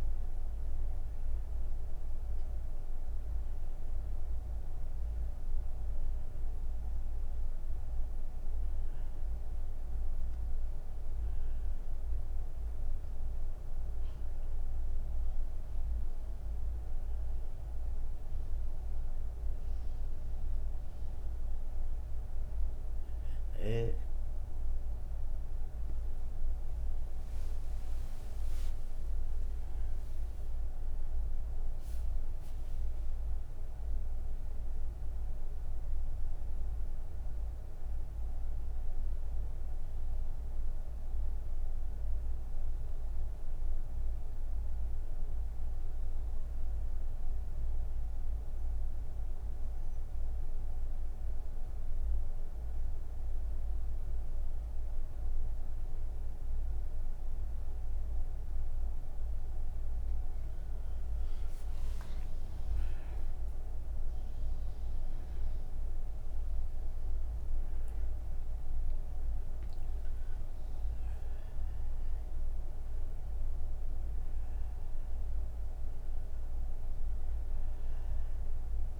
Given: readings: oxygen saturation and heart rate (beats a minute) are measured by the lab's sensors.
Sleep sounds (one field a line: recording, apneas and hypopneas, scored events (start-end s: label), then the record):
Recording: breathing in sleep, hard to hear, by a room microphone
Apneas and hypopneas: none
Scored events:
18.00-28.00 s: oxygen desaturation (device-marked, oxygen 94% before, 89% lowest)
56.00-79.00 s: oxygen desaturation (device-marked, oxygen 99% before, 94% lowest)
From the record:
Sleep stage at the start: N3 (deep sleep)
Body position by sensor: on the back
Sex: female